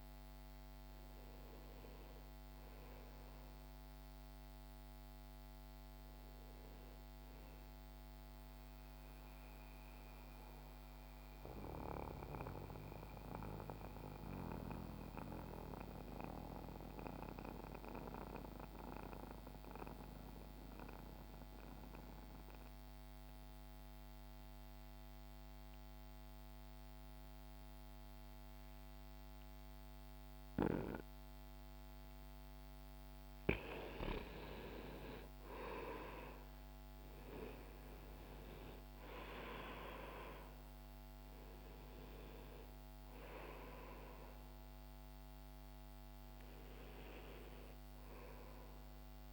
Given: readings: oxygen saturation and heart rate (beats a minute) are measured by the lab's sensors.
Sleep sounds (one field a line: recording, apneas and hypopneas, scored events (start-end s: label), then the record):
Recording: breathing in sleep by a microphone on the trachea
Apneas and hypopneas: 1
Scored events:
0.00-24.50 s: oxygen desaturation (device-marked, oxygen 87% lowest, heart rate 32 extreme)
8.50-32.00 s: mixed apnea (oxygen 96% before, 87% lowest, heart rate 61 before, 32 extreme, up 0 after)
34.50-39.00 s: arousal
36.50-41.50 s: oxygen desaturation (device-marked, oxygen 97% before, 92% lowest, heart rate 64 before, 32 extreme)
From the record:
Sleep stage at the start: N2 (light sleep)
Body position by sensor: on the back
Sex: male